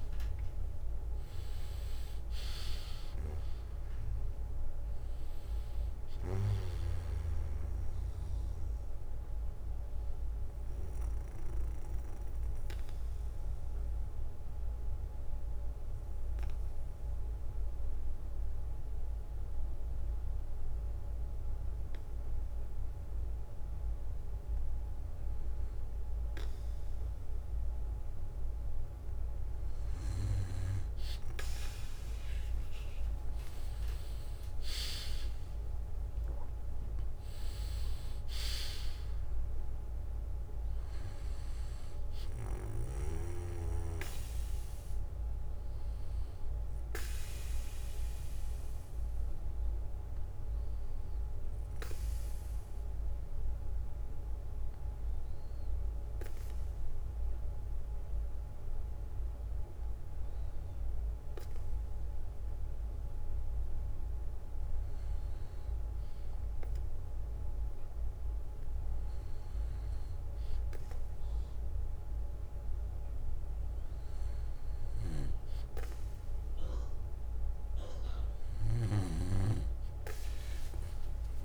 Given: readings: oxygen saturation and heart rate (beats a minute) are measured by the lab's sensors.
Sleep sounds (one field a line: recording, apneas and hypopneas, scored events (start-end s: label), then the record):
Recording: breathing in sleep by a room microphone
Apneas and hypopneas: 2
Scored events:
0.00-3.00 s: arousal
12.00-25.50 s: obstructive apnea (oxygen 97% before, 94% lowest, heart rate 67 before, 57 extreme, up 9 after)
16.50-18.50 s: bradycardia (device-marked, heart rate 64 before, 57 extreme)
32.00-36.50 s: arousal
37.50-45.50 s: oxygen desaturation (device-marked, oxygen 97% before, 94% lowest, heart rate 63 before, 57 extreme)
51.50-67.00 s: hypopnea (oxygen 97% before, 94% lowest, heart rate 66 before, 59 extreme, up 10 after)
79.00-81.45 s: arousal
From the record:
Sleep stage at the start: N2 (light sleep)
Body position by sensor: on the back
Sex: male